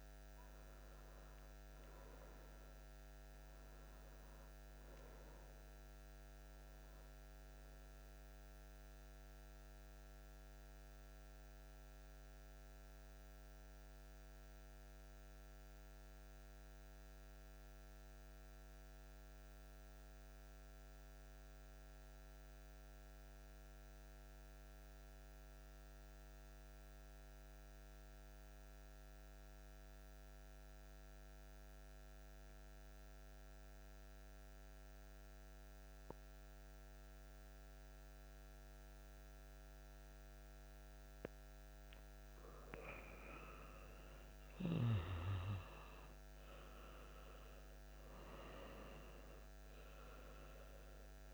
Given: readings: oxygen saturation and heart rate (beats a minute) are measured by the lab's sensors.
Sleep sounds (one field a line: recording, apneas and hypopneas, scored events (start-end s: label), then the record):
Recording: breathing in sleep by a microphone on the trachea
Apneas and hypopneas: 1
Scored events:
2.50-40.50 s: central apnea (oxygen 98% before, 91% lowest)
35.00-51.34 s: oxygen desaturation (device-marked, oxygen 97% before, 91% lowest)
43.50-47.50 s: arousal
From the record:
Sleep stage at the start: N2 (light sleep)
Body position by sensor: on the back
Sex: male